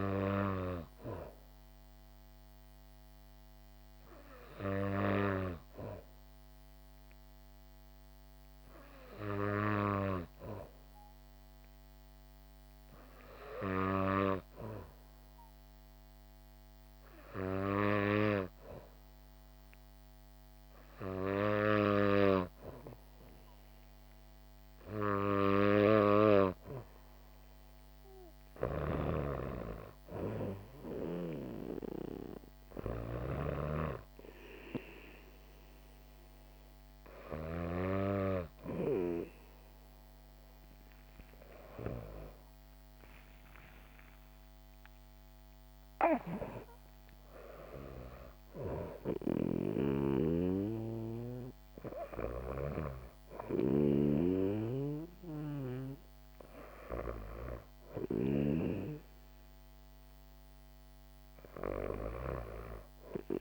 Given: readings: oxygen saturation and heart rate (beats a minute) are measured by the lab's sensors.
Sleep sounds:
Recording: breathing in sleep by a microphone on the trachea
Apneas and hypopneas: 1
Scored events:
0.00-7.00 s: oxygen desaturation (device-marked, oxygen 92% lowest, heart rate 63 extreme)
0.50-27.50 s: hypopnea (oxygen 95% before, 92% lowest, heart rate 67 before, 63 extreme, up 3 after)
41.00-46.00 s: arousal
50.00-63.41 s: snoring (device-marked)
From the record:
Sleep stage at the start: N2 (light sleep)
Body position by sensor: on the back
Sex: female

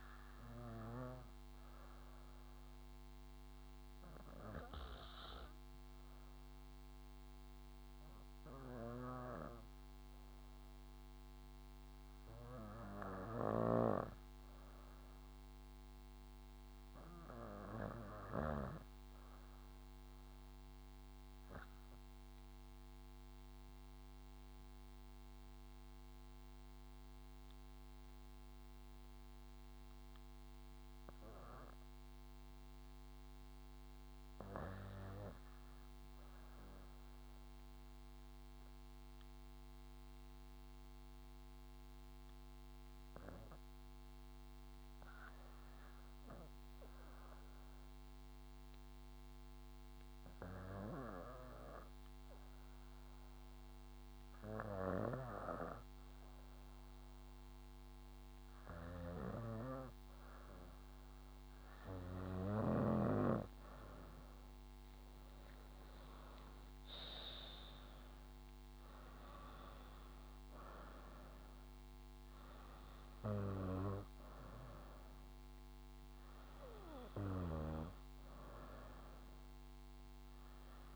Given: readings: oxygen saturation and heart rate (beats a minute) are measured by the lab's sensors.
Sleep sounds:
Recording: breathing in sleep by a microphone on the trachea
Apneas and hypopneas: 1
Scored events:
0.00-19.00 s: snoring (device-marked)
2.00-59.50 s: hypopnea (oxygen 99% before, 85% lowest, heart rate 69 before, 62 extreme, up 8 after)
19.50-61.50 s: oxygen desaturation (device-marked, oxygen 98% before, 86% lowest, heart rate 65 before, 64 extreme)
55.00-63.50 s: snoring (device-marked)
62.00-66.50 s: arousal
63.50-73.50 s: oxygen desaturation (device-marked, oxygen 90% before, 85% lowest, heart rate 71 before, 62 extreme)
77.50-80.95 s: snoring (device-marked)
From the record:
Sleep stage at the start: N2 (light sleep)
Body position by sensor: on the back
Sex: female

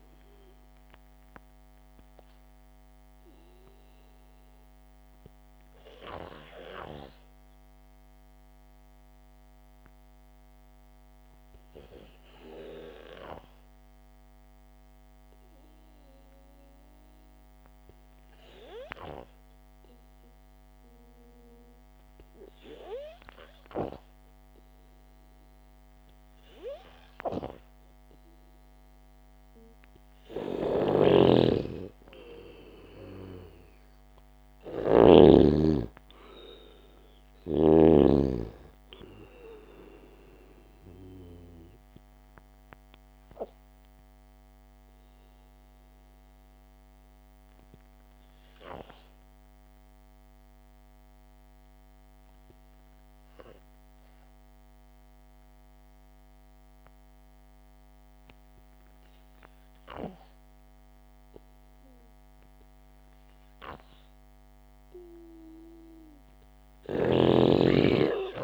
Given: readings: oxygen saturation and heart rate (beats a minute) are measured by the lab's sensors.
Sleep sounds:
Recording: breathing in sleep by a microphone on the trachea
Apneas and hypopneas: 2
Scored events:
3.00-21.50 s: obstructive apnea (oxygen 97% before, 93% lowest, heart rate 55 before, 52 extreme, up 1 after)
23.00-26.00 s: arousal
31.00-35.50 s: snoring (device-marked)
43.50-62.00 s: obstructive apnea (oxygen 98% before, 93% lowest, heart rate 58 before, 50 extreme, up 1 after)
64.00-67.00 s: arousal
From the record:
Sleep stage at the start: N2 (light sleep)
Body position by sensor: on the back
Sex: male

